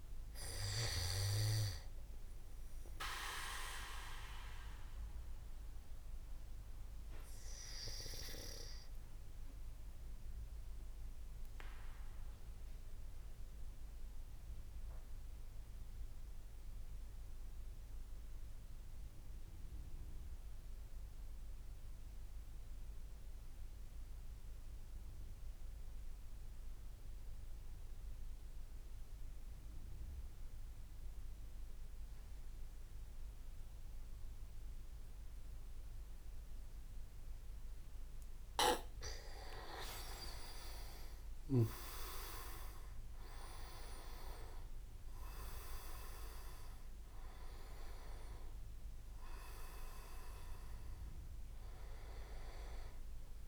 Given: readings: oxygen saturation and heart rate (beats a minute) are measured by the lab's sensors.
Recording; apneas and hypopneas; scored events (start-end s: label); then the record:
breathing in sleep by a room microphone; 1
4.50-39.50 s: obstructive apnea (oxygen 98% before, 93% lowest, heart rate 61 before, 25 extreme, up 13 after)
6.00-16.00 s: oxygen desaturation (device-marked, oxygen 97% before, 94% lowest, heart rate 62 before, 36 extreme)
35.00-53.48 s: oxygen desaturation (device-marked, oxygen 99% before, 93% lowest, heart rate 55 before, 25 extreme)
41.00-42.50 s: leg movement (device-marked)
41.00-45.00 s: arousal
From the record:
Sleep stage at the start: N2 (light sleep); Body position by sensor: on the back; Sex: male